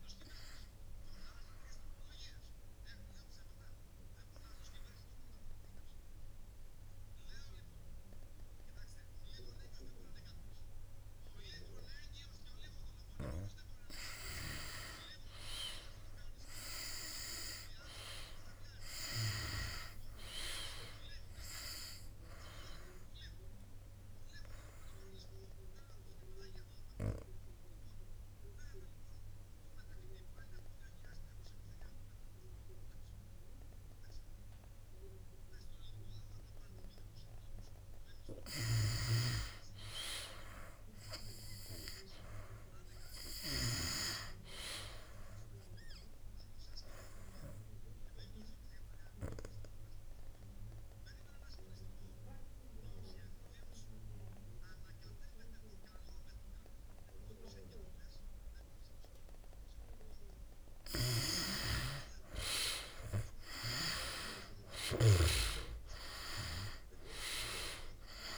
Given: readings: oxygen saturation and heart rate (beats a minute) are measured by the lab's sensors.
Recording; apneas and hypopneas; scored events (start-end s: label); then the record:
breathing in sleep by a room microphone; 3
0.00-13.00 s: oxygen desaturation (device-marked, oxygen 97% before, 86% lowest, heart rate 71 before, 63 extreme)
1.00-14.00 s: obstructive apnea (oxygen 97% before, 86% lowest, heart rate 71 before, 63 extreme, up 5 after)
16.50-19.50 s: arousal
21.00-37.00 s: oxygen desaturation (device-marked, oxygen 98% before, 88% lowest, heart rate 66 before, 68 extreme)
23.50-38.50 s: obstructive apnea (oxygen 98% before, 83% lowest, heart rate 66 before, 68 extreme, up 2 after)
40.50-44.00 s: arousal
45.00-63.00 s: oxygen desaturation (device-marked, oxygen 96% before, 86% lowest, heart rate 69 before, 67 extreme)
46.50-61.00 s: obstructive apnea (oxygen 98% before, 83% lowest, heart rate 69 before, 67 extreme, up 4 after)
63.50-67.50 s: arousal
From the record:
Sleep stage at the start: N2 (light sleep); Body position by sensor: on the back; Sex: male